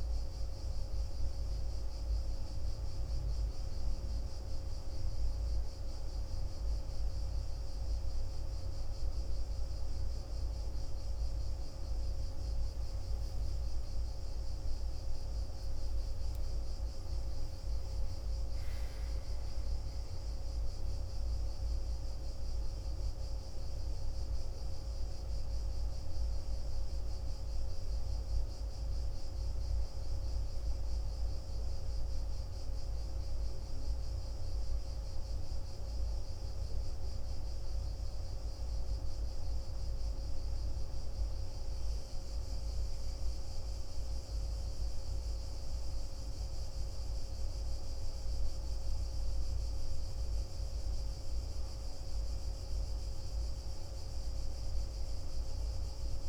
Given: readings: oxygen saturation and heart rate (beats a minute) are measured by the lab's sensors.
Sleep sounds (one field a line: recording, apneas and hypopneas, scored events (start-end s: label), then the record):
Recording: a person awake in a sleep study, hard to hear, by a room microphone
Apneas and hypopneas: none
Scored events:
none scored
From the record:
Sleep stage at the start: awake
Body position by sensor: on the back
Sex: male